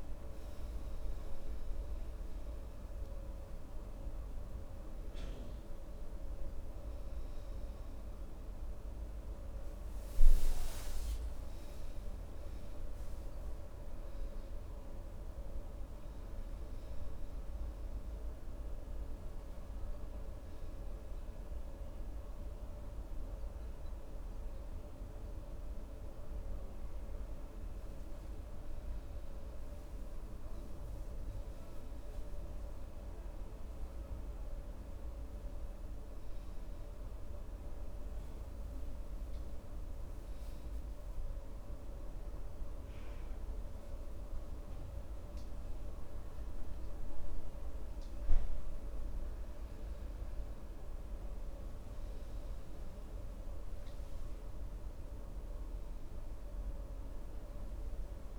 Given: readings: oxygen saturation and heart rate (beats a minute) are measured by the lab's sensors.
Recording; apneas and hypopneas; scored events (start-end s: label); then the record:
a person partly awake in a sleep study, hard to hear, by a room microphone; 1
14.00-58.39 s: new sleep stage, N2 (light sleep)
34.00-50.00 s: hypopnea (oxygen 96% before, 93% lowest, heart rate 70 before, 65 extreme, up 2 after)
52.00-56.50 s: arousal
From the record:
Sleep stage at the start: awake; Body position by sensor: on the right side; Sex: male